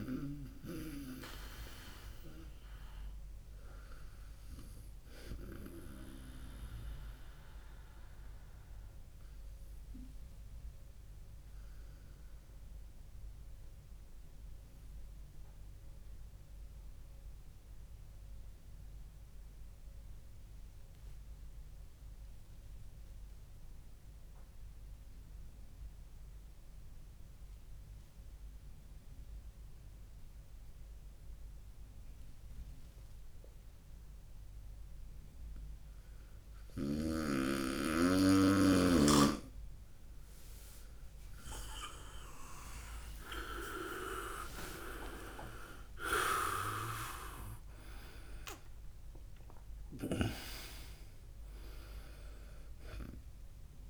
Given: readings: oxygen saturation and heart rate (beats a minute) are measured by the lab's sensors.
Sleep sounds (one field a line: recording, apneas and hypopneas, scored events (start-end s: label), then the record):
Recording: breathing in sleep by a room microphone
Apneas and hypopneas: 1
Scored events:
0.00-5.00 s: oxygen desaturation (device-marked, oxygen 96% lowest, heart rate 65 extreme)
12.50-36.00 s: obstructive apnea (oxygen 99% before, 94% lowest, heart rate 74 before, 66 extreme, up 5 after)
42.00-47.50 s: arousal
42.00-53.90 s: oxygen desaturation (device-marked, oxygen 99% before, 94% lowest, heart rate 74 before, 62 extreme)
From the record:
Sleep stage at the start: N2 (light sleep)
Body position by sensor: on the right side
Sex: male